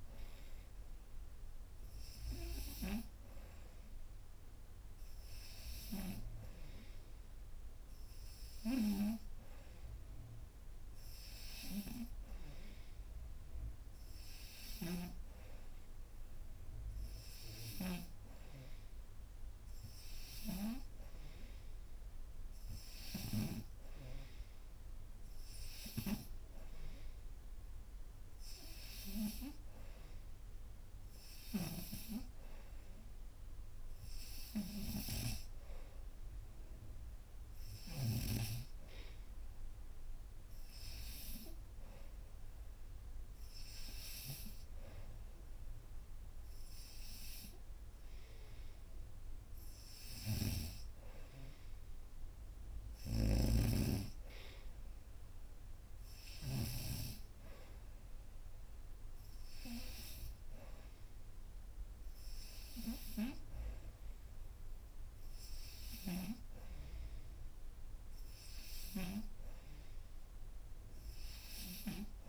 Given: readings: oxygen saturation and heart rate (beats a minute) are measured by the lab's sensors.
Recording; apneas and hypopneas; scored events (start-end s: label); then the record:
breathing in sleep by a room microphone; none
34.50-38.00 s: snoring (device-marked)
52.50-56.50 s: snoring (device-marked)
From the record:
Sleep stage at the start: N3 (deep sleep); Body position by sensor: upright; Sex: female